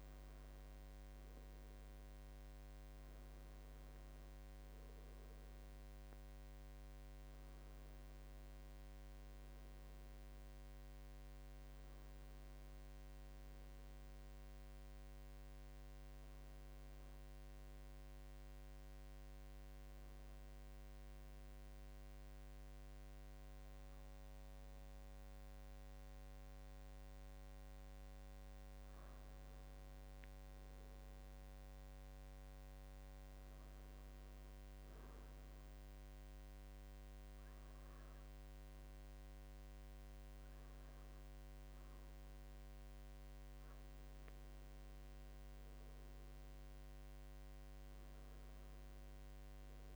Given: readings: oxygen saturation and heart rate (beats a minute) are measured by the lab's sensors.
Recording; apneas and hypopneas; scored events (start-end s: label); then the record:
breathing in sleep, hard to hear, by a microphone on the trachea; 1
10.00-13.50 s: arousal
12.00-25.00 s: oxygen desaturation (device-marked, oxygen 93% before, 90% lowest, heart rate 79 before, 78 extreme)
18.00-29.00 s: hypopnea (oxygen 93% before, 90% lowest, heart rate 80 before, 78 extreme, up 2 after)
32.00-35.50 s: arousal
From the record:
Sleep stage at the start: N2 (light sleep); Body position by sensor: on the right side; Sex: male